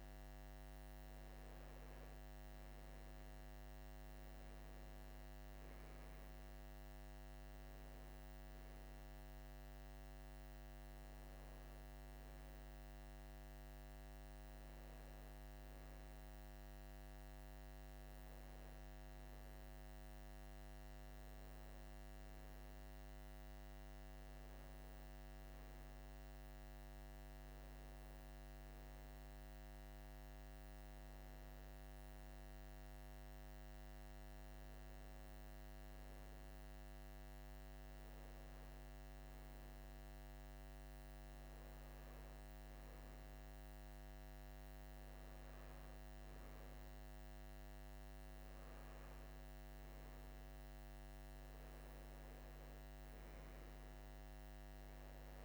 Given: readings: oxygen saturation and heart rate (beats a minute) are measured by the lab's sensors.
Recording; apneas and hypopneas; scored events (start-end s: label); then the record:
breathing in sleep, hard to hear, by a microphone on the trachea; none
none scored
From the record:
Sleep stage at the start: N2 (light sleep); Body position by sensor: on the right side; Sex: male